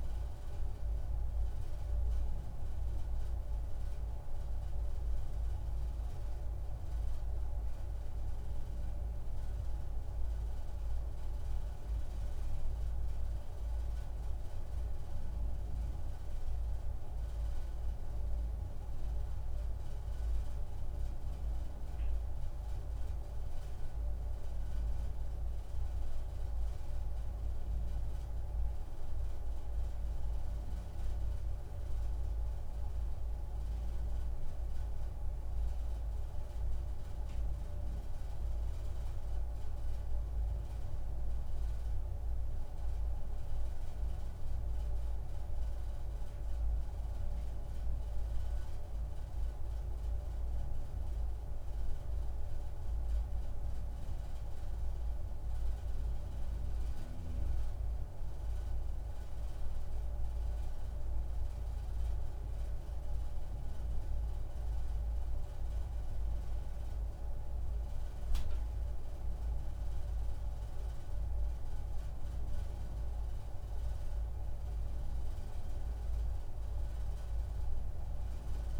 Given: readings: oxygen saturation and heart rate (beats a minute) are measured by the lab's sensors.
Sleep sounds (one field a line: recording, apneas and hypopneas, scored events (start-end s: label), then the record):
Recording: breathing in sleep, hard to hear, by a room microphone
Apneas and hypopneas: 1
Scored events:
42.50-46.00 s: arousal
48.00-59.50 s: obstructive apnea (oxygen 97% before, 95% lowest)
62.50-66.50 s: arousal
From the record:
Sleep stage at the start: N2 (light sleep)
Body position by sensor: on the back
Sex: male